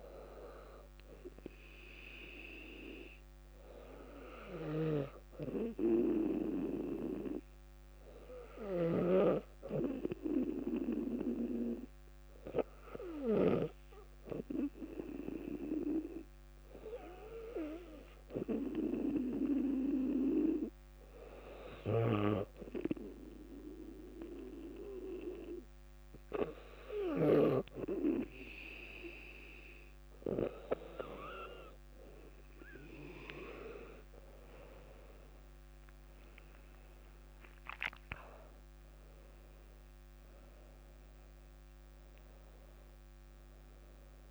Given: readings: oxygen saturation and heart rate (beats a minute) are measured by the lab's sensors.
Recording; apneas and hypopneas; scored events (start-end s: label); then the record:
breathing in sleep by a microphone on the trachea; 1
0.00-2.50 s: arousal
5.50-31.00 s: hypopnea (oxygen 98% before, 95% lowest, heart rate 61 before, 61 extreme, up 4 after)
35.00-39.50 s: arousal
44.00-44.31 s: new sleep stage, N1 (lightest sleep)
From the record:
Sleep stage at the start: N2 (light sleep); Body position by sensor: on the back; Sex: female